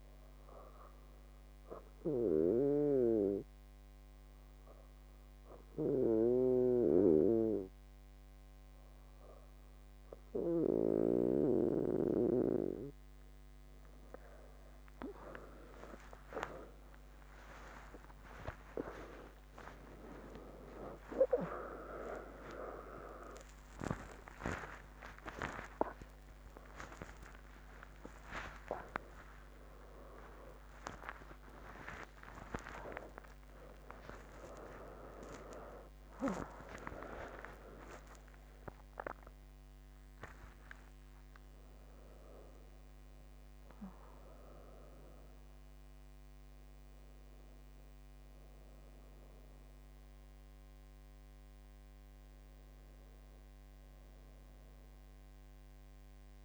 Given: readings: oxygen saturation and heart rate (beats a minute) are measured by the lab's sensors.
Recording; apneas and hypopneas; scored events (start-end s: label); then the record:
a person awake in a sleep study, by a microphone on the trachea; 1
1.00-13.00 s: hypopnea (oxygen 98% before, 95% lowest)
27.50-56.45 s: new sleep stage, awake
From the record:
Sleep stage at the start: N2 (light sleep); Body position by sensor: on the back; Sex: female